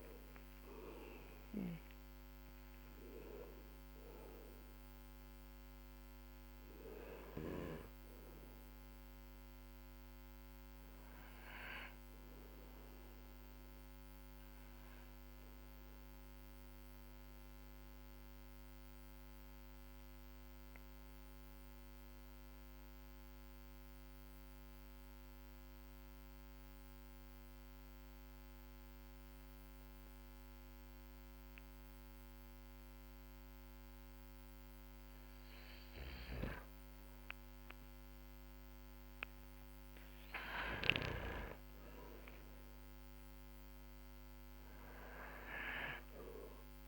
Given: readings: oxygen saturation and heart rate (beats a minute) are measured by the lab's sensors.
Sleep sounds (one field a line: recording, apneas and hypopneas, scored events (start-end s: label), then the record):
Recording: breathing in sleep by a microphone on the trachea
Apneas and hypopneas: 1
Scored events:
0.00-24.50 s: oxygen desaturation (device-marked, oxygen 91% lowest, heart rate 46 extreme)
12.00-34.00 s: hypopnea (oxygen 96% before, 91% lowest, heart rate 62 before, 46 extreme, up 9 after)
37.00-41.50 s: arousal
45.50-46.88 s: oxygen desaturation (device-marked, oxygen 99% before, 95% lowest, heart rate 55 before, 45 extreme)
From the record:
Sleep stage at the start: N2 (light sleep)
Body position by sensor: on the back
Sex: male